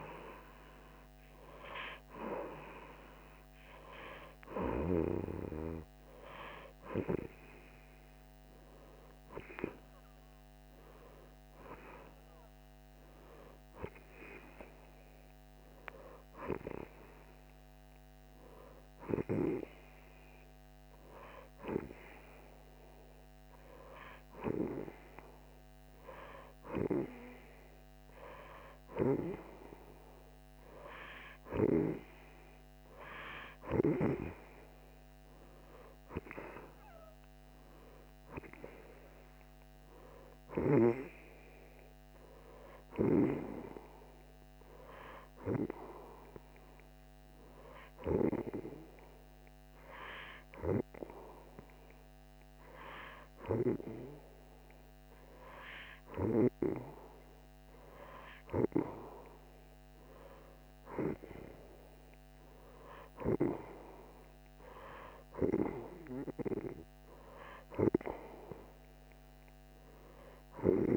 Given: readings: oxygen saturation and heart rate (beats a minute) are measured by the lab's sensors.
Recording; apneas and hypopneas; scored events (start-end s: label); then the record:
a person partly awake in a sleep study, by a microphone on the trachea; 1
11.00-70.97 s: new sleep stage, N2 (light sleep)
20.50-31.50 s: hypopnea (oxygen 92% before, 89% lowest, heart rate 46 before, 42 extreme)
35.00-39.00 s: arousal
From the record:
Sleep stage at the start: awake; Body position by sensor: on the right side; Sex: female